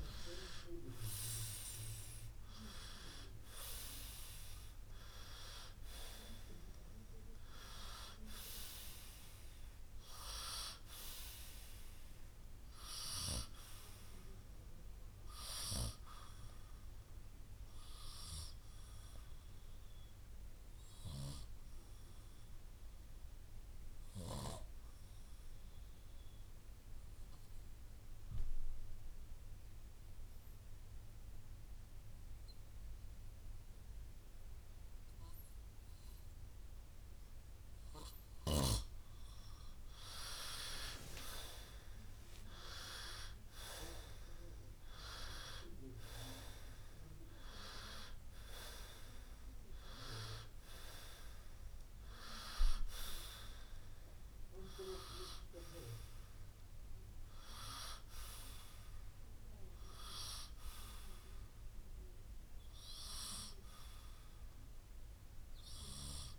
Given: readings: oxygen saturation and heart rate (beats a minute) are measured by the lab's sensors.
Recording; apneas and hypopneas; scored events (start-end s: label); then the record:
breathing in sleep by a room microphone; 1
0.00-16.50 s: oxygen desaturation (device-marked, oxygen 90% lowest, heart rate 58 extreme)
21.50-37.50 s: obstructive apnea (oxygen 95% before, 90% lowest, heart rate 64 before, 59 extreme, up 9 after)
43.00-47.50 s: arousal
From the record:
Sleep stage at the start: N2 (light sleep); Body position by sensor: on the right side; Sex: male